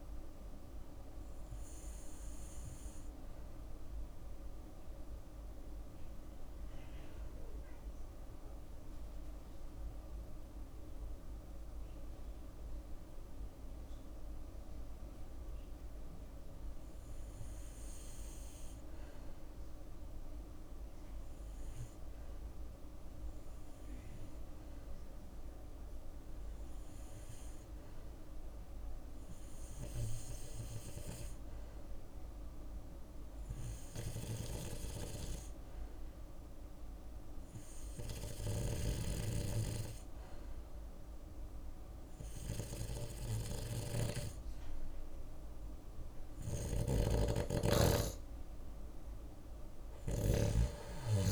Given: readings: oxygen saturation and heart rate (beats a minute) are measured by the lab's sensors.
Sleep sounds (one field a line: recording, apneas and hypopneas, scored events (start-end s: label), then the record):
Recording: breathing in sleep by a room microphone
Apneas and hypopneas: 1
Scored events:
0.00-12.50 s: oxygen desaturation (device-marked, oxygen 92% lowest, heart rate 56 extreme)
0.50-2.50 s: bradycardia (device-marked, heart rate 68 before, 64 extreme)
3.50-5.50 s: bradycardia (device-marked, heart rate 68 before, 59 extreme)
5.00-45.50 s: hypopnea (oxygen 97% before, 92% lowest, heart rate 67 before, 56 extreme, up 9 after)
7.50-18.50 s: drop in pulse transit time (device-marked, heart rate 66 before, 57 extreme)
11.50-25.50 s: bradycardia (device-marked, heart rate 68 before, 56 extreme)
34.50-51.32 s: oxygen desaturation (device-marked, oxygen 97% before, 92% lowest, heart rate 58 before, 61 extreme)
46.00-51.32 s: snoring (device-marked)
48.00-51.00 s: arousal
From the record:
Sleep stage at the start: N2 (light sleep)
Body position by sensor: on the left side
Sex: male